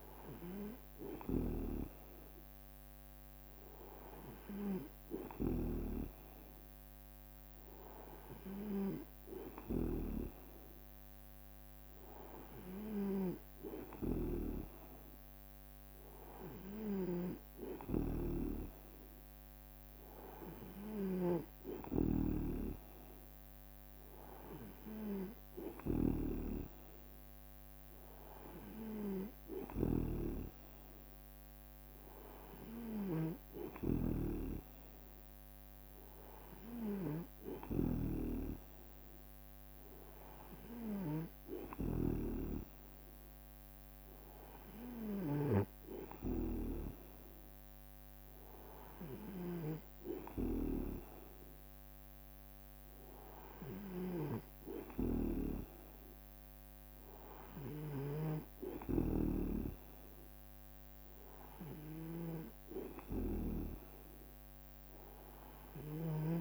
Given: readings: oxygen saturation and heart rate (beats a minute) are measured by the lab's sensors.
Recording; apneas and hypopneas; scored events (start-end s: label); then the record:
breathing in sleep by a microphone on the trachea; none
12.50-14.00 s: leg movement (device-marked)
14.50-23.00 s: snoring (device-marked)
20.50-23.50 s: leg movement (device-marked)
30.00-43.00 s: snoring (device-marked)
55.50-59.00 s: snoring (device-marked)
From the record:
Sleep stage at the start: N2 (light sleep); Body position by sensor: on the right side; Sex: male